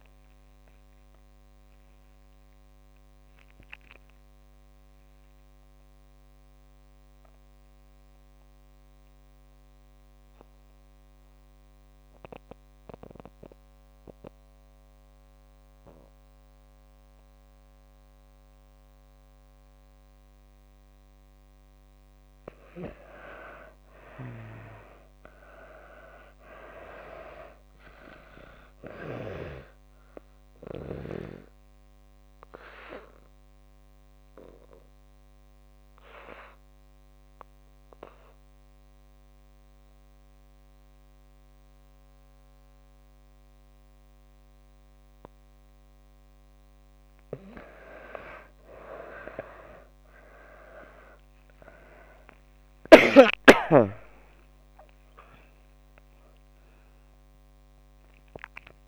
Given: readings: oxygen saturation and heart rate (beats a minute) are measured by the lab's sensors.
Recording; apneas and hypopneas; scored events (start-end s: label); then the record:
breathing in sleep by a microphone on the trachea; 2
0.00-5.00 s: oxygen desaturation (device-marked, oxygen 79% lowest)
1.50-22.00 s: mixed apnea (oxygen 98% before, 81% lowest)
23.50-26.50 s: arousal
29.00-48.00 s: oxygen desaturation (device-marked, oxygen 96% before, 81% lowest)
31.50-46.50 s: obstructive apnea (oxygen 96% before, 79% lowest)
50.00-54.00 s: arousal
From the record:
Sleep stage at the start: N2 (light sleep); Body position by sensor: on the back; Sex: female